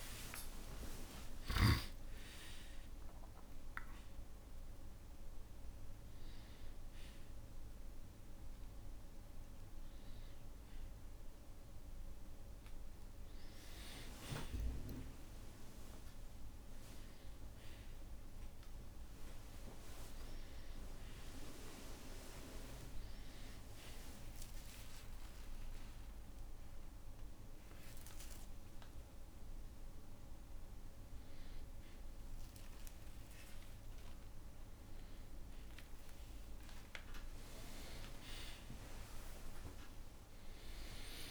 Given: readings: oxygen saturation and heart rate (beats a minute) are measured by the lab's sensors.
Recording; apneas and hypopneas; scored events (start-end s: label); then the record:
a person partly awake in a sleep study, by a room microphone; none
14.50-41.31 s: new sleep stage, N1 (lightest sleep)
23.50-28.50 s: tachycardia (device-marked, heart rate 71 before, 122 extreme)
25.50-27.50 s: long interval between heartbeats (device-marked, heart rate 66 before, 87 extreme)
27.50-29.50 s: long interval between heartbeats (device-marked, heart rate 69 before, 122 extreme)
34.50-36.50 s: long interval between heartbeats (device-marked, heart rate 82 before, 82 extreme)
From the record:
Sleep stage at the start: awake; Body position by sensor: on the back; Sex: male